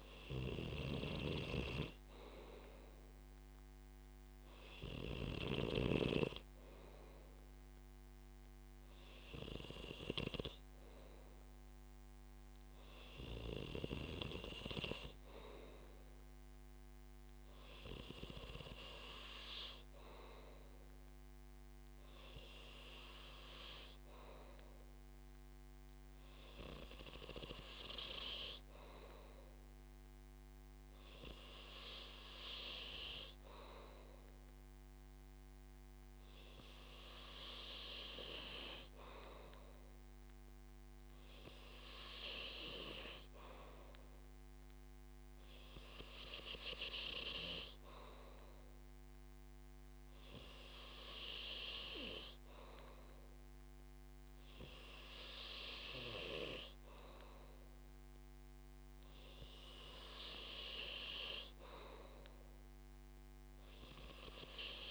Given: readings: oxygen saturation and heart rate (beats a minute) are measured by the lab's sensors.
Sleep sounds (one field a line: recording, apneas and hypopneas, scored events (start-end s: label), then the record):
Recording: breathing in sleep by a microphone on the trachea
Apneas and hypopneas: none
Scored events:
none scored
From the record:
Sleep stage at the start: N2 (light sleep)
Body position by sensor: on the back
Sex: male